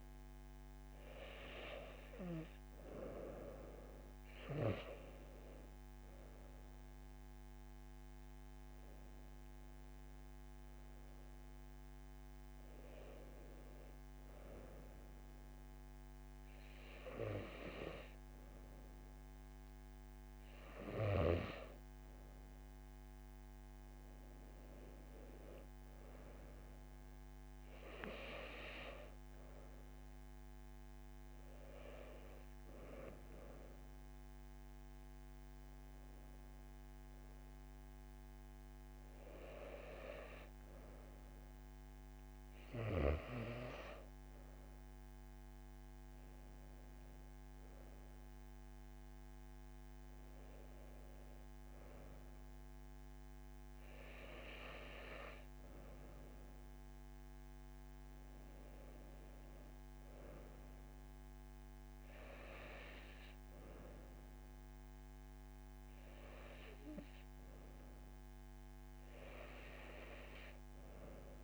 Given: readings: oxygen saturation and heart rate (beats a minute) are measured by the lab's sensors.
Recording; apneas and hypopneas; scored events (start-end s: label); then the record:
breathing in sleep by a microphone on the trachea; none
11.00-71.44 s: new sleep stage, N2 (light sleep)
From the record:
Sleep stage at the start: N1 (lightest sleep); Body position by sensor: on the back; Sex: female